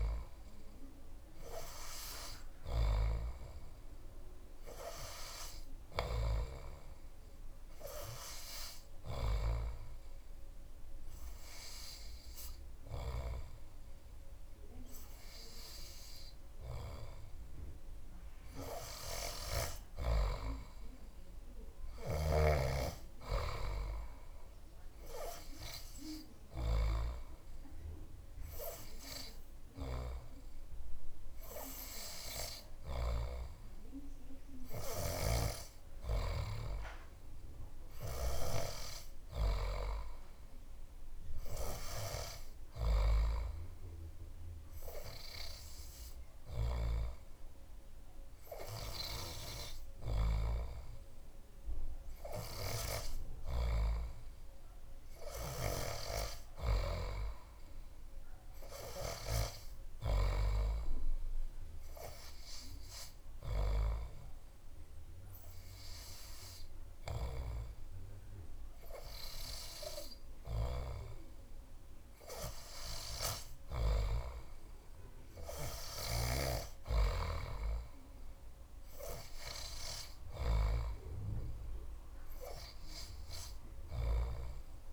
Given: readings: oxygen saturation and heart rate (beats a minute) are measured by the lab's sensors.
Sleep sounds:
breathing in sleep by a room microphone; 1
8.00-20.50 s: hypopnea (oxygen 98% before, 96% lowest)
22.50-25.50 s: arousal
From the record:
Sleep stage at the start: N3 (deep sleep); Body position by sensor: on the back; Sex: male

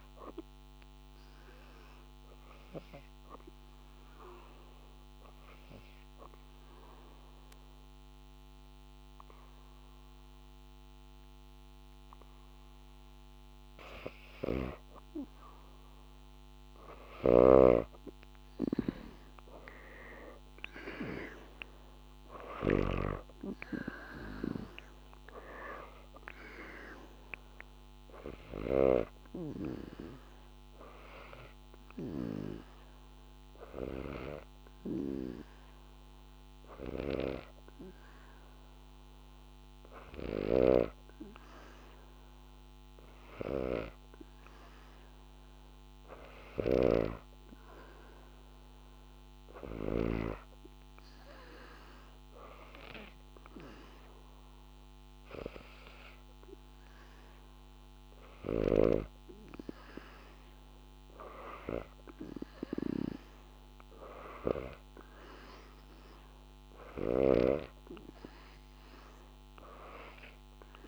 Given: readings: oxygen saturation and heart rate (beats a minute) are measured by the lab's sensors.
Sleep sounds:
breathing in sleep by a microphone on the trachea; 2
0.00-4.50 s: oxygen desaturation (device-marked, oxygen 81% lowest, heart rate 76 extreme)
1.00-14.00 s: obstructive apnea (oxygen 99% before, 84% lowest, heart rate 85 before, 76 extreme, up 1 after)
15.50-19.00 s: arousal
17.50-42.50 s: oxygen desaturation (device-marked, oxygen 99% before, 86% lowest, heart rate 79 before, 76 extreme)
29.50-49.00 s: obstructive apnea (oxygen 99% before, 86% lowest, heart rate 78 before, 76 extreme, up 1 after)
40.00-50.00 s: snoring (device-marked)
49.50-53.00 s: arousal
69.50-70.88 s: oxygen desaturation (device-marked, oxygen 94% before, 91% lowest, heart rate 78 before, 77 extreme)
From the record:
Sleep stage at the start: N2 (light sleep); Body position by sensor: on the back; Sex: female

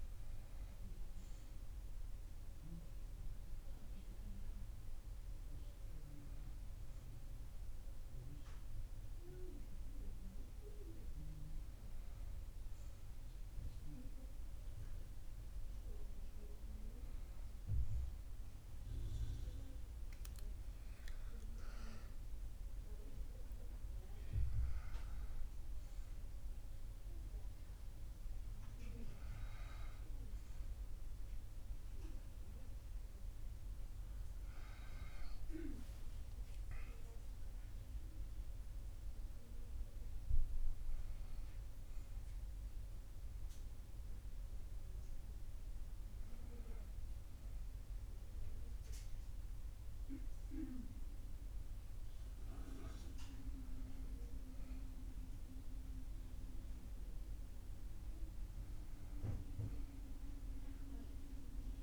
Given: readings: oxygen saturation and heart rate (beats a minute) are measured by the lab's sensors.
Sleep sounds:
breathing in sleep by a room microphone; none
none scored
From the record:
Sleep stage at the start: N1 (lightest sleep); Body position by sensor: on the back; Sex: male

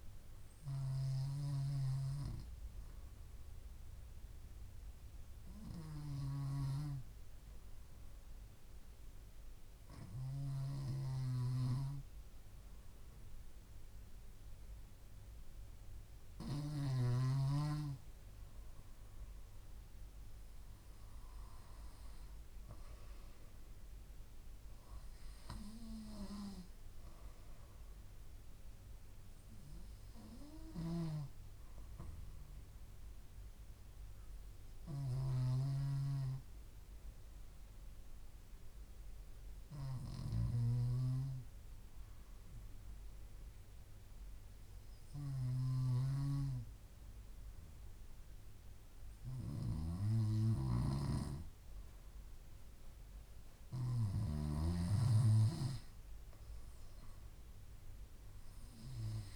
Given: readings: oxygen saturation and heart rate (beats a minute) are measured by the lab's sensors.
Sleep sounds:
breathing in sleep by a room microphone; 2
5.50-18.00 s: hypopnea (oxygen 97% before, 94% lowest)
20.50-25.00 s: arousal
32.00-51.50 s: hypopnea (oxygen 97% before, 94% lowest)
53.50-57.50 s: arousal
From the record:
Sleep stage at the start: N2 (light sleep); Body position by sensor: on the back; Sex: female

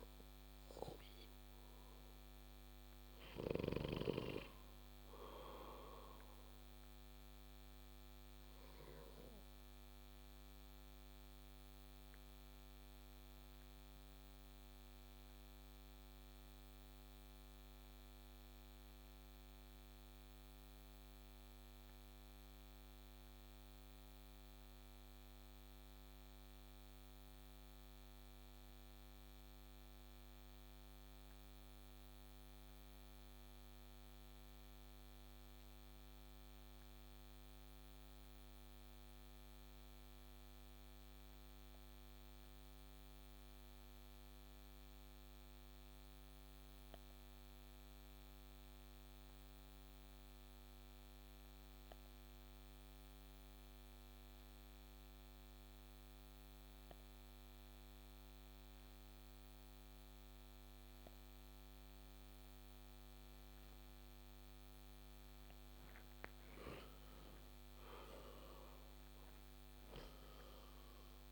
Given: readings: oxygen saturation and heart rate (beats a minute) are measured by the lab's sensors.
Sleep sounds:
breathing in sleep, hard to hear, by a microphone on the trachea; 1
0.00-2.00 s: oxygen desaturation (device-marked, oxygen 92% lowest)
7.00-60.50 s: obstructive apnea (oxygen 96% before, 90% lowest)
63.00-71.32 s: oxygen desaturation (device-marked, oxygen 96% before, 92% lowest)
64.50-68.50 s: arousal
From the record:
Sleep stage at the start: N2 (light sleep); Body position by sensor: on the back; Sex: male

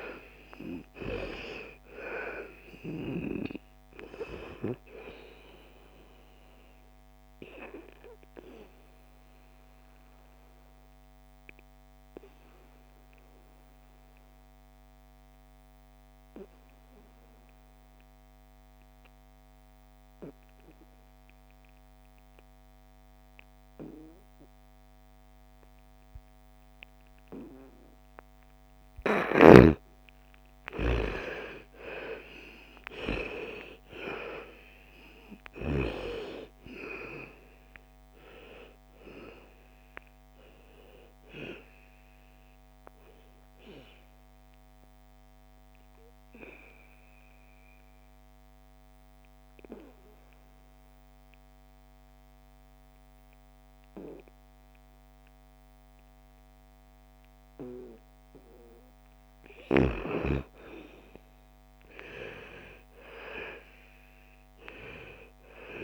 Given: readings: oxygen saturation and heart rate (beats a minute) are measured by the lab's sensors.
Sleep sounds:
breathing in sleep by a microphone on the trachea; 2
0.00-1.50 s: arousal
0.00-18.00 s: oxygen desaturation (device-marked, oxygen 81% lowest, heart rate 54 extreme)
7.50-28.00 s: obstructive apnea (oxygen 99% before, 79% lowest, heart rate 60 before, 54 extreme, up 13 after)
30.00-33.50 s: arousal
31.00-50.00 s: oxygen desaturation (device-marked, oxygen 99% before, 79% lowest, heart rate 56 before, 56 extreme)
44.50-58.00 s: obstructive apnea (oxygen 99% before, 80% lowest, heart rate 64 before, 55 extreme, up 9 after)
60.00-63.00 s: arousal
From the record:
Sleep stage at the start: N2 (light sleep); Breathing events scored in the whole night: 736 in 7.4 hours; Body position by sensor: on the back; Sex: female

